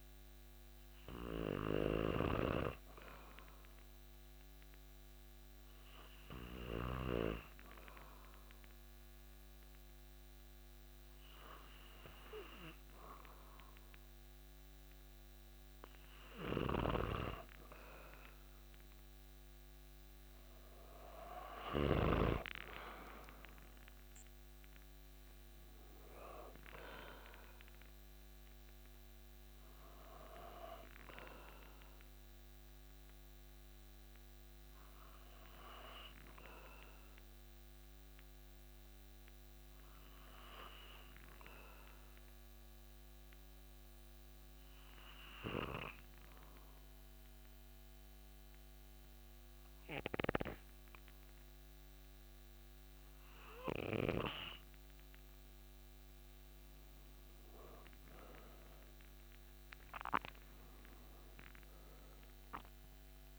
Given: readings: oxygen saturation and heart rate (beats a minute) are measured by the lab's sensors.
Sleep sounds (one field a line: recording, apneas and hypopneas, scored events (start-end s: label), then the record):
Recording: breathing in sleep by a microphone on the trachea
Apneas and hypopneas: 2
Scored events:
3.00-16.50 s: hypopnea (oxygen 97% before, 95% lowest)
16.50-22.00 s: snoring (device-marked)
19.50-23.00 s: arousal
40.00-56.00 s: obstructive apnea (oxygen 97% before, 94% lowest)
60.00-63.38 s: arousal
From the record:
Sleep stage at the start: N2 (light sleep)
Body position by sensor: on the back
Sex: male